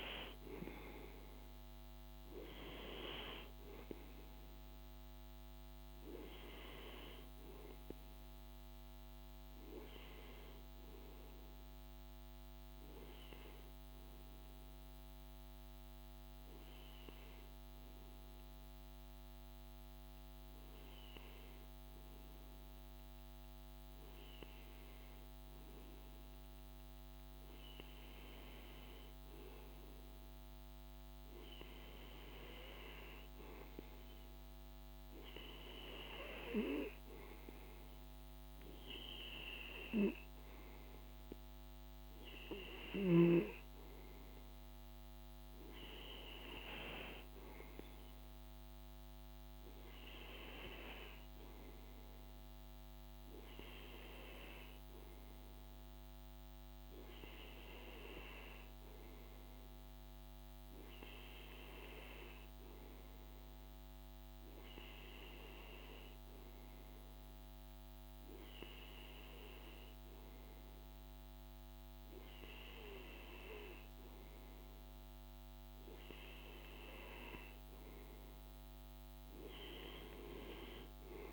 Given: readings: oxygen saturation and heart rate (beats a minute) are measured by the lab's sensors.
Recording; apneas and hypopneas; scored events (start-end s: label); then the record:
breathing in sleep by a microphone on the trachea; 1
12.50-25.50 s: hypopnea (oxygen 95% before, 94% lowest, heart rate 54 before, 54 extreme, up 2 after)
29.50-34.00 s: arousal
From the record:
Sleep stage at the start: N2 (light sleep); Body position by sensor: on the right side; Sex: male